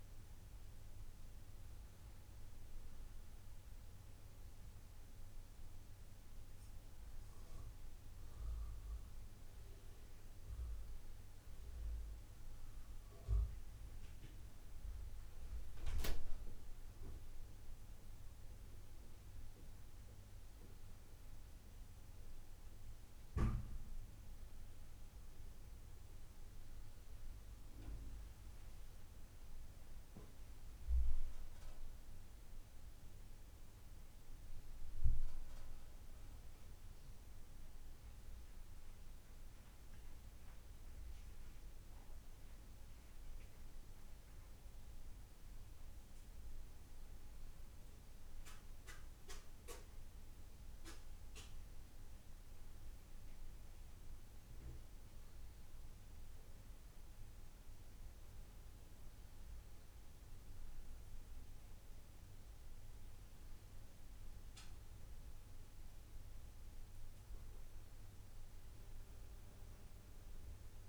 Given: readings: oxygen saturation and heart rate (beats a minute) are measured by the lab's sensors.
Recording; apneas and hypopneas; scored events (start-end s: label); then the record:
breathing in sleep, hard to hear, by a room microphone; none
30.00-70.89 s: new sleep stage, N1 (lightest sleep)
From the record:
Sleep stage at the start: N2 (light sleep); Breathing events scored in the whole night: 286 in 8.8 hours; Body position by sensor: on the back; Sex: male